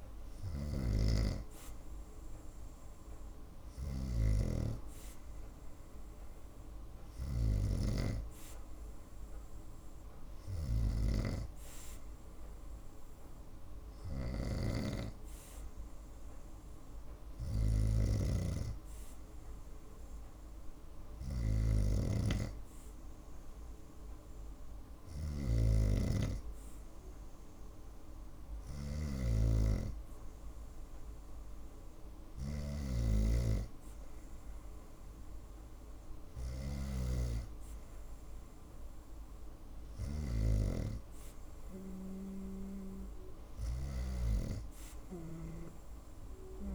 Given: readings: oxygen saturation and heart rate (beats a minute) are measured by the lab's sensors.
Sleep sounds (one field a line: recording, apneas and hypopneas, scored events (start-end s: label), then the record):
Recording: breathing in sleep by a room microphone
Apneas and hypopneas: none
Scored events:
0.00-7.00 s: snoring (device-marked)
17.00-32.50 s: snoring (device-marked)
From the record:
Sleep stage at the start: N2 (light sleep)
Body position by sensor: on the right side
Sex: female